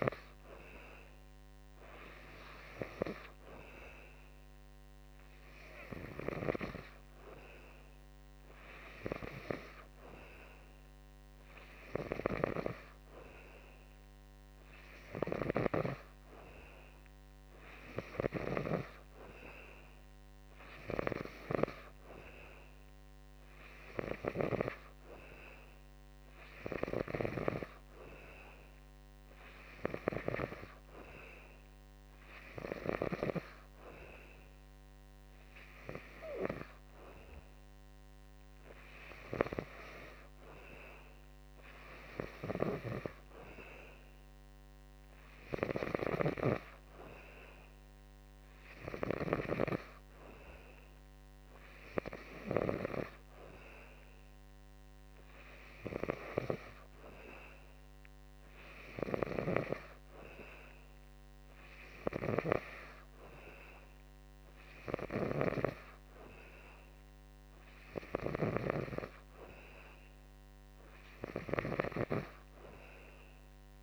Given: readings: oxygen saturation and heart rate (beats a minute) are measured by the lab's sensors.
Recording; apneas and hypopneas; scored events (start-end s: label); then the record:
breathing in sleep by a microphone on the trachea; none
none scored
From the record:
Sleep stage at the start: N2 (light sleep); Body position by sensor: on the back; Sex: male